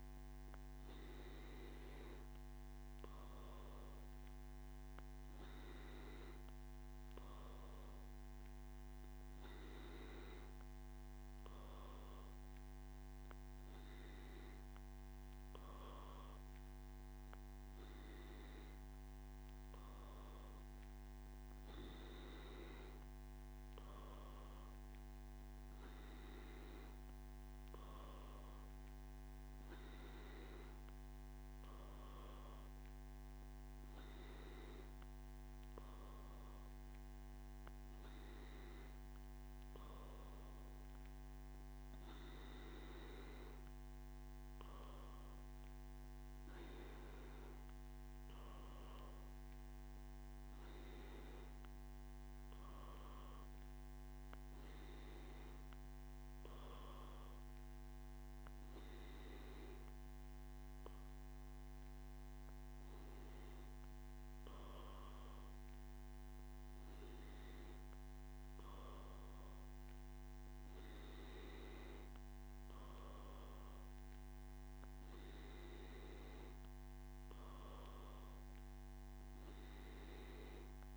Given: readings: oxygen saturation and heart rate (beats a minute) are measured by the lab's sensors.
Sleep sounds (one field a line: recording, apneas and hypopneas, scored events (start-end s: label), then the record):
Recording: breathing in sleep, hard to hear, by a microphone on the trachea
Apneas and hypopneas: none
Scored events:
22.50-80.97 s: new sleep stage, N2 (light sleep)
From the record:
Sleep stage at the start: N1 (lightest sleep)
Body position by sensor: on the back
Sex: male